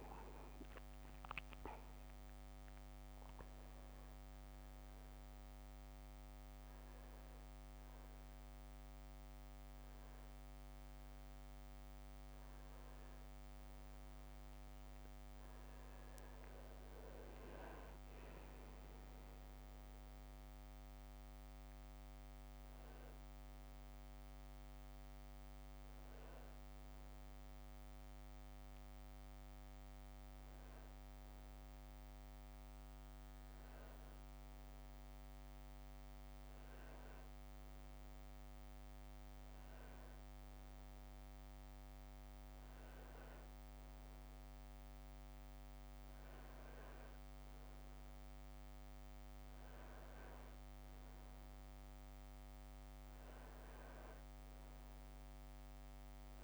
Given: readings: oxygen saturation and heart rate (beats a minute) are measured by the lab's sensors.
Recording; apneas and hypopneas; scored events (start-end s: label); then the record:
a person awake in a sleep study, hard to hear, by a microphone on the trachea; none
49.00-56.44 s: oxygen desaturation (device-marked, oxygen 98% before, 93% lowest, heart rate 79 before, 77 extreme)
From the record:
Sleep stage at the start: awake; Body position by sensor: on the back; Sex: male